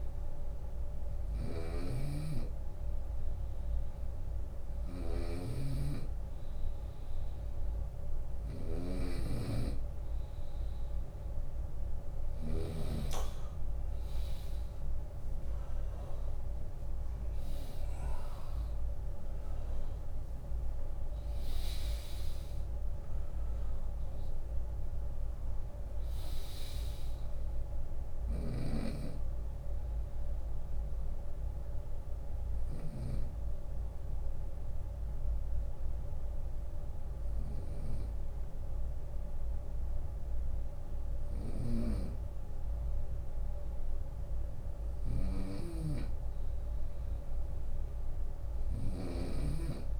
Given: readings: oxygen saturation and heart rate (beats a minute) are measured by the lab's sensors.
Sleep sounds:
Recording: breathing in sleep by a room microphone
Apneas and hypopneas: 1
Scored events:
0.00-11.50 s: snoring (device-marked)
14.50-28.50 s: drop in pulse transit time (device-marked, heart rate 74 before, 77 extreme)
17.50-22.00 s: arousal
29.00-41.00 s: obstructive apnea (oxygen 97% before, 95% lowest, heart rate 79 before, 59 extreme, up 16 after)
40.50-49.99 s: snoring (device-marked)
43.50-47.00 s: arousal
From the record:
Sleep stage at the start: N2 (light sleep)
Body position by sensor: on the right side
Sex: male

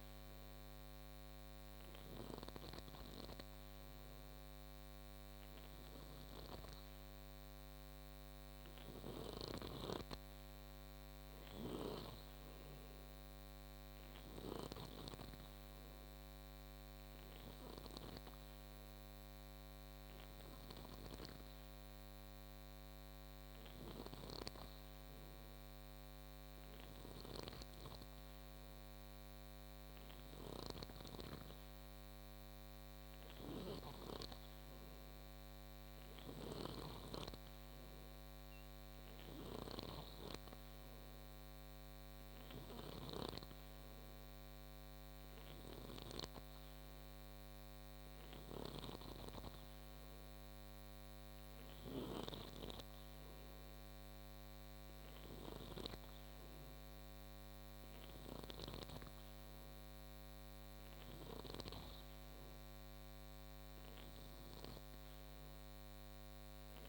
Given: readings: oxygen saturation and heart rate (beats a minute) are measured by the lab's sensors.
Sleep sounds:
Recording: breathing in sleep by a microphone on the trachea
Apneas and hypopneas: none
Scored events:
9.00-14.50 s: snoring (device-marked)
30.00-46.00 s: snoring (device-marked)
48.00-58.50 s: snoring (device-marked)
From the record:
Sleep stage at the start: N2 (light sleep)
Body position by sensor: on the back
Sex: male

